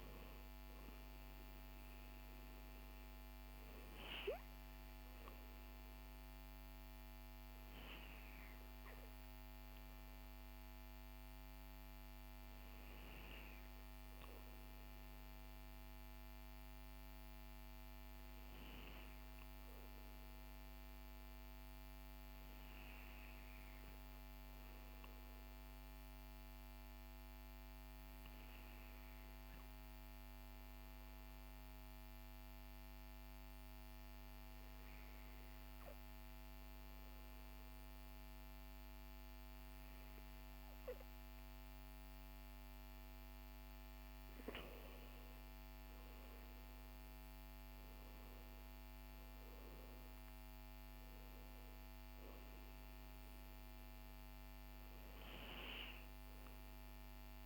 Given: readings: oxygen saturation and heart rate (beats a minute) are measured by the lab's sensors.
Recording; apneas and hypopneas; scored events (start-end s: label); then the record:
breathing in sleep, hard to hear, by a microphone on the trachea; 1
23.00-41.50 s: obstructive apnea (oxygen 96% before, 94% lowest, heart rate 49 before, 42 extreme, up 14 after)
44.50-48.50 s: arousal
From the record:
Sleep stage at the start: N2 (light sleep); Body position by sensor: on the back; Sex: male